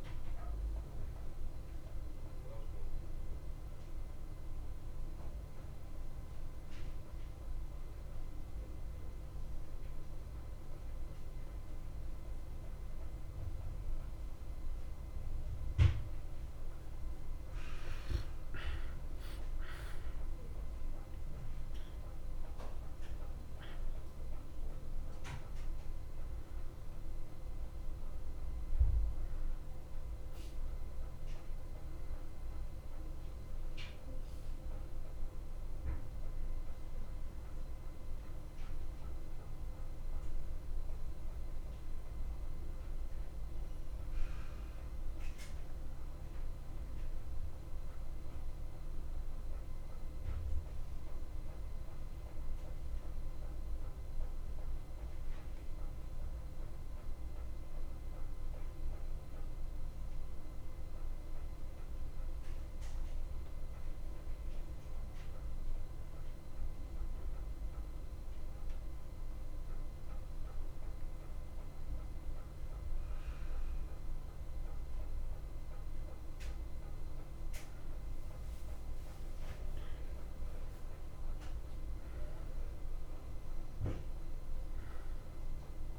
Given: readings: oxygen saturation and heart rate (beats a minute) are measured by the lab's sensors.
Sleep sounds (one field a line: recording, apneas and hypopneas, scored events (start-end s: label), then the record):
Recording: a person partly awake in a sleep study, hard to hear, by a room microphone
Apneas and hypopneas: 1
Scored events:
23.50-85.99 s: new sleep stage, N1 (lightest sleep)
53.50-56.00 s: arousal
58.00-76.50 s: hypopnea (oxygen 94% before, 90% lowest, heart rate 56 before, 55 extreme, up 2 after)
79.00-82.50 s: arousal
From the record:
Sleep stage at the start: awake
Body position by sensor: on the back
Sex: male